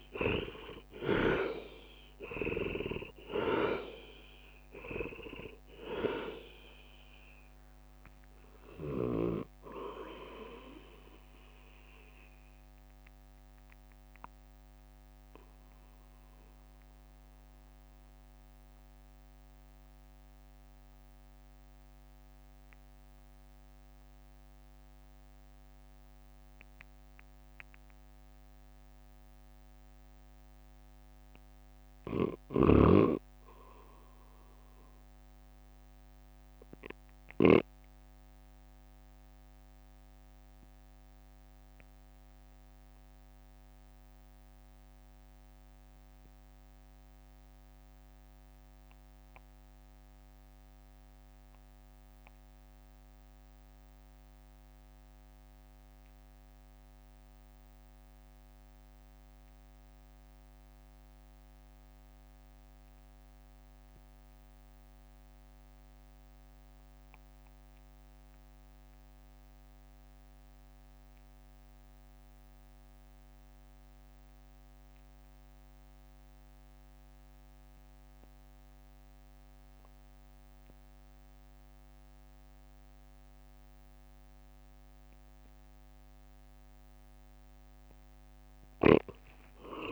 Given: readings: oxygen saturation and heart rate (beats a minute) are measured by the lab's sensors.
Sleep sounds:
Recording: breathing in sleep by a microphone on the trachea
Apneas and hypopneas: 1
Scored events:
0.00-13.00 s: drop in pulse transit time (device-marked, heart rate 57 extreme)
0.00-33.00 s: oxygen desaturation (device-marked, oxygen 73% lowest, heart rate 53 extreme)
12.00-85.50 s: mixed apnea (oxygen 89% before, 68% lowest, heart rate 68 before, 53 extreme, up 22 after)
35.00-46.00 s: drop in pulse transit time (device-marked, heart rate 58 before, 54 extreme)
58.00-89.92 s: oxygen desaturation (device-marked, oxygen 98% before, 68% lowest, heart rate 54 before, 53 extreme)
61.00-72.00 s: drop in pulse transit time (device-marked, heart rate 54 before, 54 extreme)
From the record:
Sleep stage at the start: REM sleep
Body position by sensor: on the right side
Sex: male

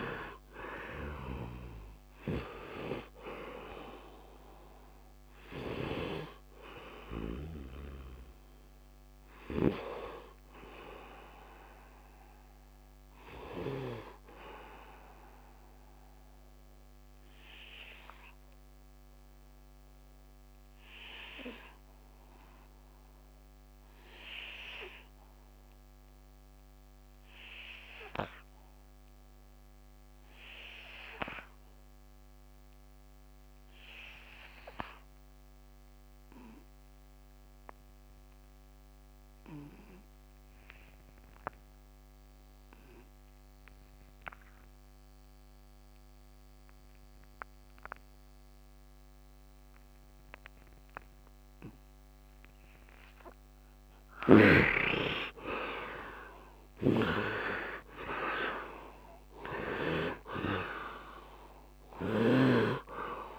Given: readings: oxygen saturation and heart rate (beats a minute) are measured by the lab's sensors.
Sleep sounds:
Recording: breathing in sleep by a microphone on the trachea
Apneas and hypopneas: 1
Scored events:
0.00-25.50 s: oxygen desaturation (device-marked, oxygen 64% lowest, heart rate 73 extreme)
15.50-53.00 s: obstructive apnea (oxygen 83% before, 64% lowest, heart rate 79 before, 71 extreme, up 8 after)
33.50-63.39 s: oxygen desaturation (device-marked, oxygen 100% before, 67% lowest, heart rate 79 before, 71 extreme)
55.50-59.00 s: arousal
62.00-63.39 s: snoring (device-marked)
From the record:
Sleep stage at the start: N2 (light sleep)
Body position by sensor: on the right side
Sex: male

